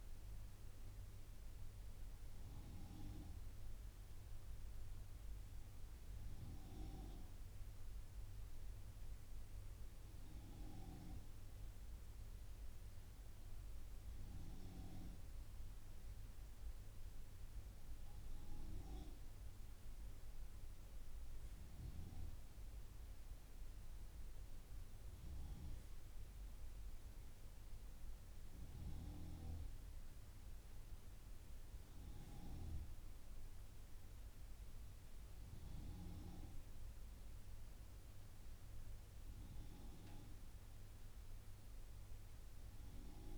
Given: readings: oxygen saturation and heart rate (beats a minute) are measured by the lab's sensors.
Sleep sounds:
breathing in sleep by a room microphone; 1
0.00-1.50 s: arousal
7.00-19.00 s: hypopnea (oxygen 99% before, 94% lowest)
22.50-27.00 s: arousal
From the record:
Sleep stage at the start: N2 (light sleep); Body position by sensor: on the right side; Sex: male

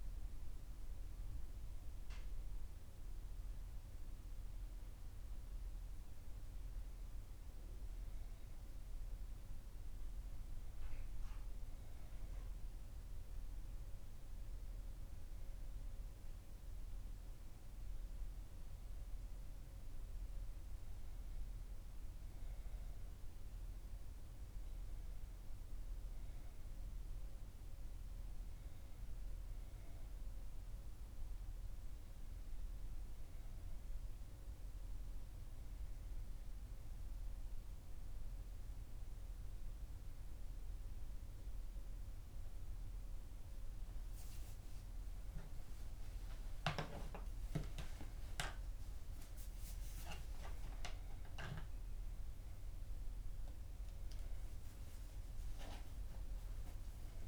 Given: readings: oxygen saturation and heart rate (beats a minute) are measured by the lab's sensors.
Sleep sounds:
a person awake in a sleep study, hard to hear, by a room microphone; none
none scored
From the record:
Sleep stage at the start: awake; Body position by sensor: on the back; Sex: female

